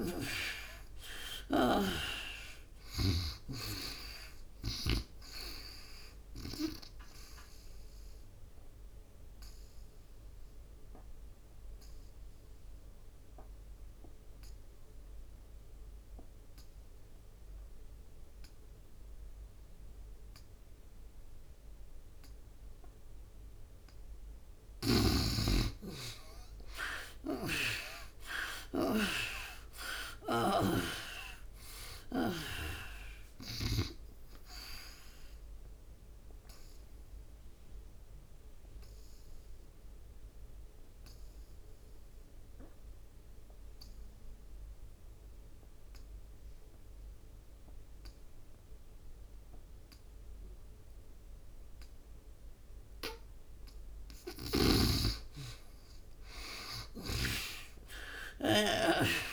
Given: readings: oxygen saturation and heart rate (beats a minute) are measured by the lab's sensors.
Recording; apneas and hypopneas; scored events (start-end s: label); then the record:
breathing in sleep by a room microphone; 2
0.00-2.00 s: arousal
0.00-3.00 s: snoring (device-marked)
2.50-16.50 s: oxygen desaturation (device-marked, oxygen 98% before, 81% lowest, heart rate 70 before, 62 extreme)
7.50-23.00 s: obstructive apnea (oxygen 98% before, 77% lowest, heart rate 75 before, 62 extreme, up 27 after)
23.50-28.50 s: oxygen desaturation (device-marked, oxygen 96% before, 90% lowest, heart rate 74 before, 63 extreme)
26.00-31.00 s: arousal
33.50-46.50 s: oxygen desaturation (device-marked, oxygen 94% before, 77% lowest, heart rate 71 before, 63 extreme)
37.00-53.00 s: obstructive apnea (oxygen 96% before, 77% lowest, heart rate 76 before, 63 extreme, up 34 after)
52.50-59.33 s: oxygen desaturation (device-marked, oxygen 98% before, 78% lowest, heart rate 76 before, 63 extreme)
56.50-59.33 s: snoring (device-marked)
57.00-59.33 s: arousal
From the record:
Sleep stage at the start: N2 (light sleep); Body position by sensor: on the back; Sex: female